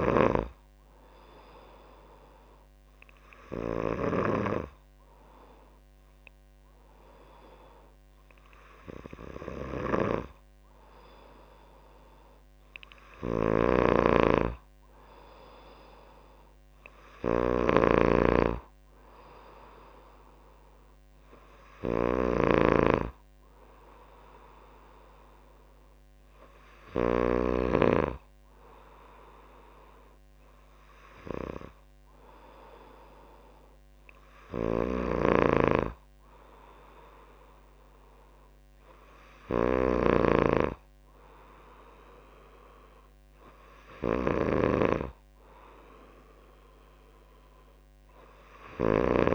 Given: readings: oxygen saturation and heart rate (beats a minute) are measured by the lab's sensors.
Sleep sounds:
breathing in sleep by a microphone on the trachea; none
0.00-4.00 s: snoring (device-marked)
13.00-27.00 s: snoring (device-marked)
34.00-49.35 s: snoring (device-marked)
From the record:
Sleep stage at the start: N2 (light sleep); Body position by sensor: on the back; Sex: female

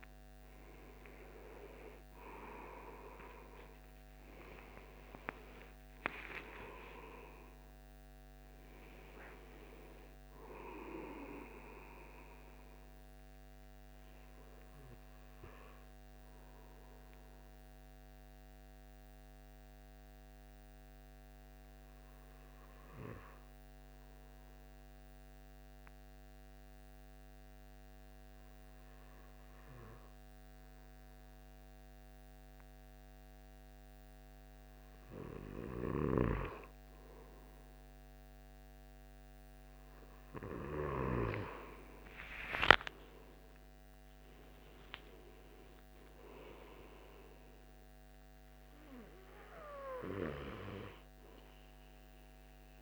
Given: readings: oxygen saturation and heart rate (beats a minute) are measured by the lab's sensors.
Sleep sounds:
breathing in sleep by a microphone on the trachea; 1
0.00-28.50 s: oxygen desaturation (device-marked, oxygen 93% lowest, heart rate 65 extreme)
17.00-36.00 s: mixed apnea (oxygen 97% before, 92% lowest, heart rate 85 before, 27 extreme, up 20 after)
42.00-46.00 s: arousal
45.50-52.82 s: oxygen desaturation (device-marked, oxygen 97% before, 93% lowest, heart rate 74 before, 27 extreme)
From the record:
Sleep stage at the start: N2 (light sleep); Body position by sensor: on the back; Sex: male

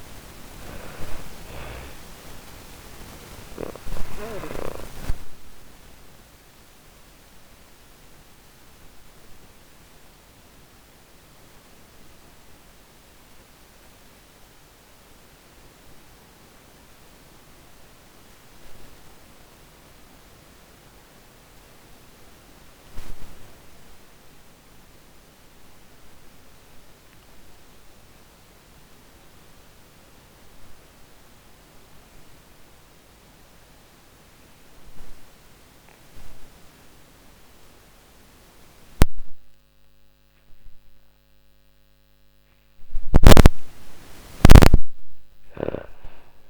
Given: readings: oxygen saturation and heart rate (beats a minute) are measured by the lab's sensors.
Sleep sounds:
breathing in sleep by a microphone on the trachea; 1
0.00-21.50 s: oxygen desaturation (device-marked, oxygen 77% lowest, heart rate 46 extreme)
4.00-41.50 s: obstructive apnea (oxygen 99% before, 77% lowest, heart rate 71 before, 46 extreme)
34.50-46.49 s: oxygen desaturation (device-marked, oxygen 98% before, 79% lowest, heart rate 52 before, 40 extreme)
43.50-46.49 s: snoring (device-marked)
45.00-46.49 s: arousal
From the record:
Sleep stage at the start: N2 (light sleep); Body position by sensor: on the back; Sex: female

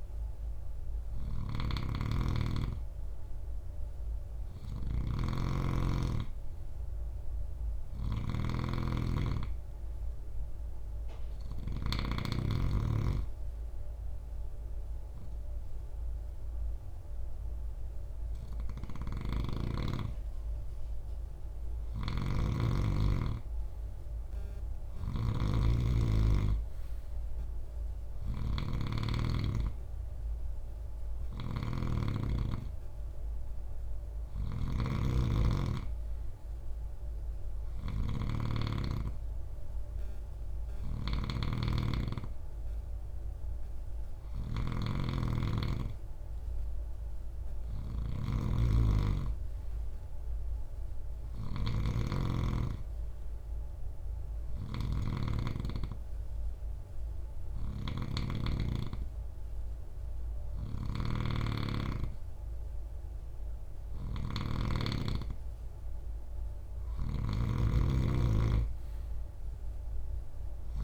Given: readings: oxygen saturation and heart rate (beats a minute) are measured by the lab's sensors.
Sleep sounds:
breathing in sleep by a room microphone; 1
0.00-11.50 s: snoring (device-marked)
18.00-57.50 s: snoring (device-marked)
50.00-53.50 s: arousal
55.50-65.50 s: hypopnea (oxygen 95% before, 94% lowest, heart rate 67 before, 62 extreme, up 12 after)
59.50-70.50 s: snoring (device-marked)
From the record:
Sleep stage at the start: N2 (light sleep); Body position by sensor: on the right side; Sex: male

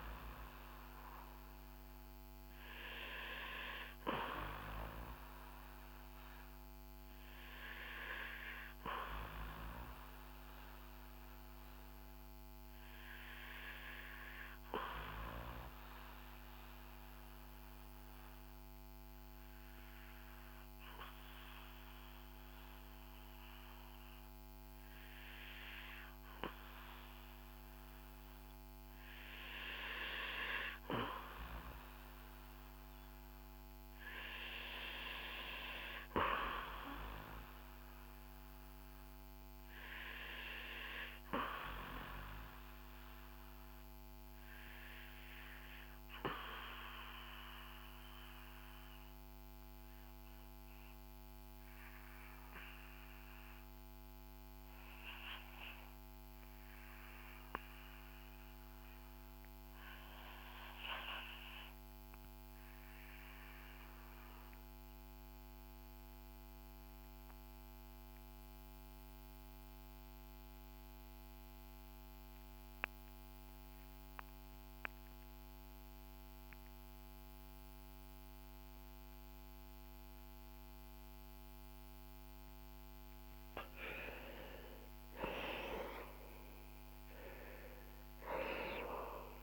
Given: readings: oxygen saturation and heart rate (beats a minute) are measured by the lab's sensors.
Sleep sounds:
breathing in sleep by a microphone on the trachea; 2
11.00-28.50 s: obstructive apnea (oxygen 94% before, 88% lowest, heart rate 59 before, 52 extreme, up 9 after)
28.50-34.00 s: arousal
47.00-83.50 s: obstructive apnea (oxygen 96% before, 80% lowest, heart rate 59 before, 55 extreme, up 9 after)
52.50-67.50 s: oxygen desaturation (device-marked, oxygen 95% before, 92% lowest, heart rate 58 before, 56 extreme)
77.50-89.43 s: oxygen desaturation (device-marked, oxygen 94% before, 80% lowest, heart rate 57 before, 48 extreme)
84.50-88.50 s: arousal
From the record:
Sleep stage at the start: REM sleep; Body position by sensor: on the back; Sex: male

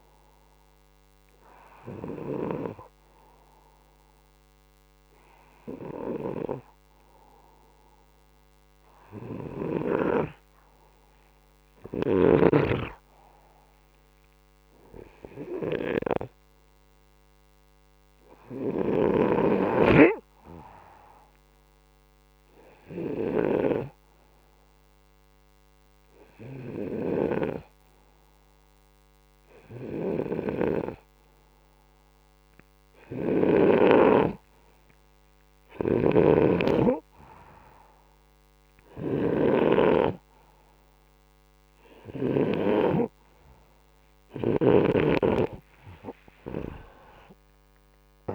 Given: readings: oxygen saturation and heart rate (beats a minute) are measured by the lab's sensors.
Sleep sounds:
breathing in sleep by a microphone on the trachea; none
18.50-33.50 s: snoring (device-marked)
35.50-42.50 s: snoring (device-marked)
45.50-48.35 s: arousal
From the record:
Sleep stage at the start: N2 (light sleep); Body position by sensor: upright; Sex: male

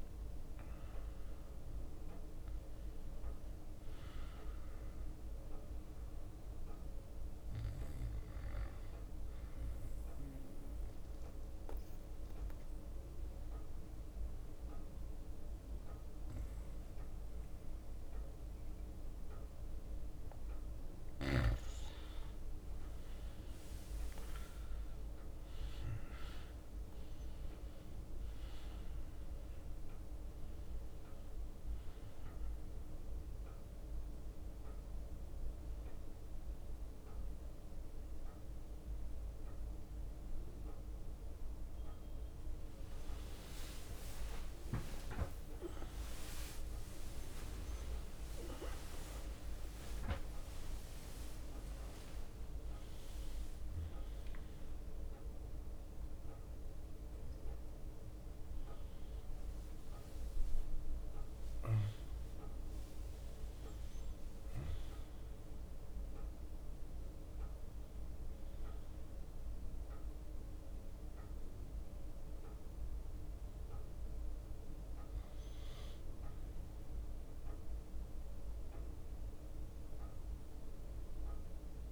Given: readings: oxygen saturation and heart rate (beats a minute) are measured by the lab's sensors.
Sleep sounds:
a person partly awake in a sleep study, hard to hear, by a room microphone; 1
6.00-20.00 s: bradycardia (device-marked, heart rate 62 before, 58 extreme)
10.00-20.50 s: mixed apnea (oxygen 97% before, 92% lowest, heart rate 62 before, 58 extreme, up 7 after)
12.00-24.00 s: drop in pulse transit time (device-marked, heart rate 62 before, 58 extreme)
21.00-30.00 s: leg movement (device-marked)
28.00-42.00 s: oxygen desaturation (device-marked, oxygen 97% before, 92% lowest, heart rate 59 before, 59 extreme)
37.00-40.00 s: bradycardia (device-marked, heart rate 62 before, 60 extreme)
38.00-68.00 s: new sleep stage, awake
39.00-55.00 s: drop in pulse transit time (device-marked, heart rate 62 before, 59 extreme)
43.00-45.00 s: long interval between heartbeats (device-marked, heart rate 62 before, 67 extreme)
48.50-50.50 s: long interval between heartbeats (device-marked, heart rate 66 before, 91 extreme)
60.00-62.00 s: long interval between heartbeats (device-marked, heart rate 80 before, 75 extreme)
66.00-68.50 s: leg movement (device-marked)
67.00-77.00 s: drop in pulse transit time (device-marked, heart rate 82 before, 59 extreme)
68.00-81.92 s: new sleep stage, N1 (lightest sleep)
78.00-81.92 s: bradycardia (device-marked, heart rate 63 before, 57 extreme)
From the record:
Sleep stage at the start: N2 (light sleep); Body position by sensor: on the back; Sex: male

